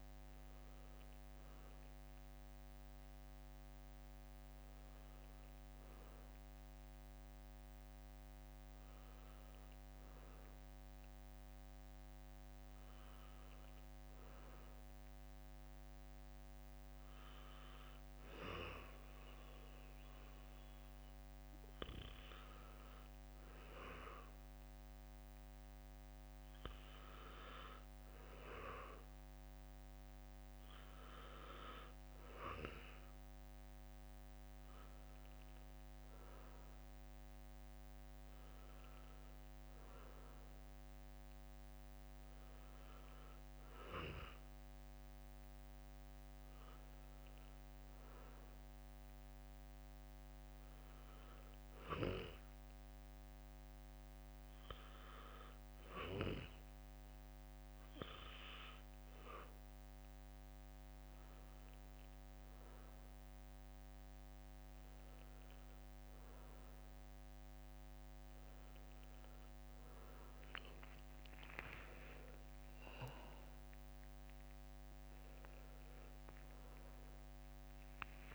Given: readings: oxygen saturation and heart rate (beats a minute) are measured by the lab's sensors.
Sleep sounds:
breathing in sleep by a microphone on the trachea; none
77.50-78.35 s: new sleep stage, awake
From the record:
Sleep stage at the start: N1 (lightest sleep); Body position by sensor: on the right side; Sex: male

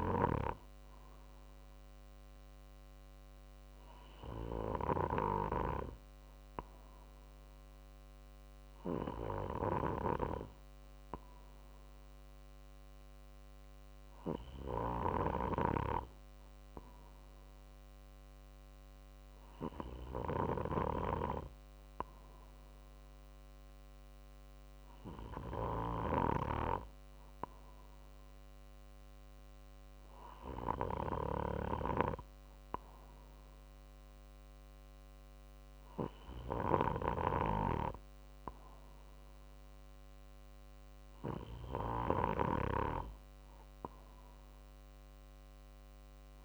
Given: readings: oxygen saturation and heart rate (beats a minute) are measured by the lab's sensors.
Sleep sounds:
breathing in sleep by a microphone on the trachea; none
none scored
From the record:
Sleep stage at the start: N2 (light sleep); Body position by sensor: on the right side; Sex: male

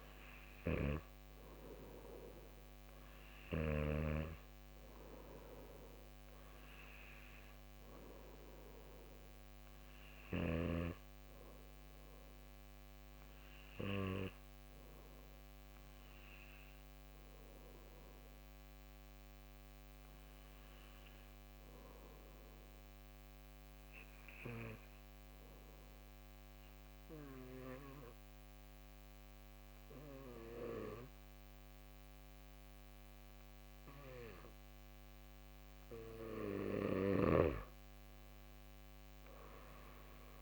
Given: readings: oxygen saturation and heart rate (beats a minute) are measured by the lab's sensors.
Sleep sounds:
breathing in sleep by a microphone on the trachea; 1
23.50-35.50 s: obstructive apnea (oxygen 97% before, 93% lowest, heart rate 117 before, 26 extreme, up 44 after)
36.50-40.00 s: arousal
From the record:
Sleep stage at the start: N2 (light sleep); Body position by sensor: on the back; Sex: male

